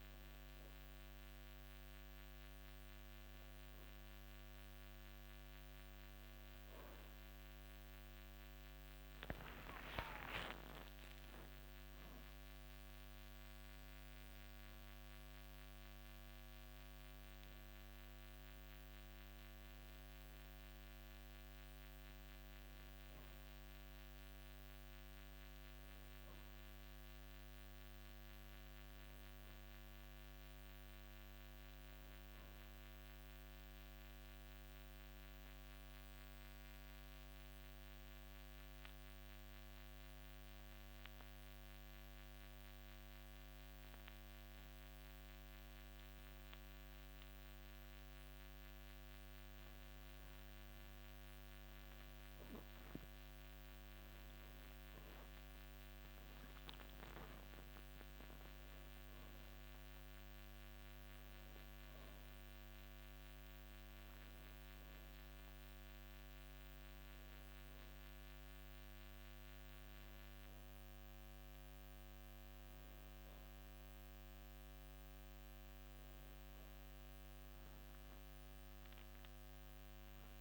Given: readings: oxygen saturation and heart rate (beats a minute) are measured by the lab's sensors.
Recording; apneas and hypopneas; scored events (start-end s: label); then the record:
a person partly awake in a sleep study, hard to hear, by a microphone on the trachea; 1
7.50-80.41 s: new sleep stage, N2 (light sleep)
33.00-48.00 s: obstructive apnea (oxygen 96% before, 91% lowest)
53.50-57.50 s: arousal
56.50-76.50 s: oxygen desaturation (device-marked, oxygen 96% before, 91% lowest)
From the record:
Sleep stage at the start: awake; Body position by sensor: on the back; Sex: male